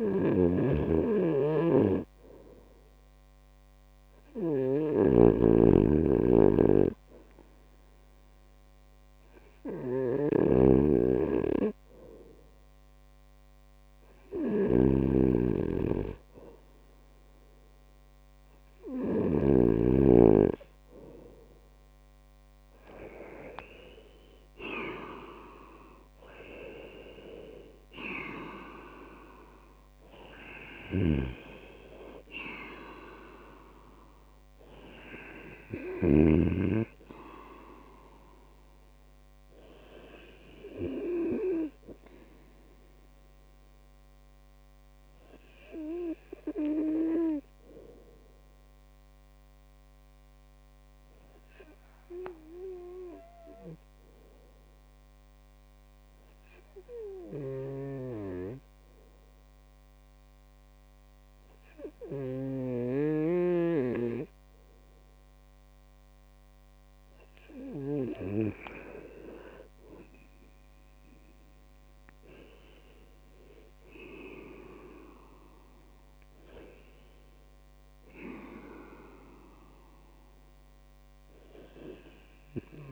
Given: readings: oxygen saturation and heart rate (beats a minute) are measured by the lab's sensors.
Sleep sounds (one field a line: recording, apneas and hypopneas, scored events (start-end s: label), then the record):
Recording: breathing in sleep by a microphone on the trachea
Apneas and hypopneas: 1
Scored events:
0.00-2.00 s: arousal
0.00-19.00 s: snoring (device-marked)
10.00-38.00 s: oxygen desaturation (device-marked, oxygen 96% before, 92% lowest, heart rate 66 before, 64 extreme)
30.50-36.00 s: snoring (device-marked)
39.00-43.00 s: arousal
46.00-66.00 s: obstructive apnea (oxygen 95% before, 96% lowest, heart rate 70 before, 57 extreme, up 21 after)
57.00-62.00 s: snoring (device-marked)
69.00-72.50 s: arousal
From the record:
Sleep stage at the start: REM sleep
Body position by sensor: on the right side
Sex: male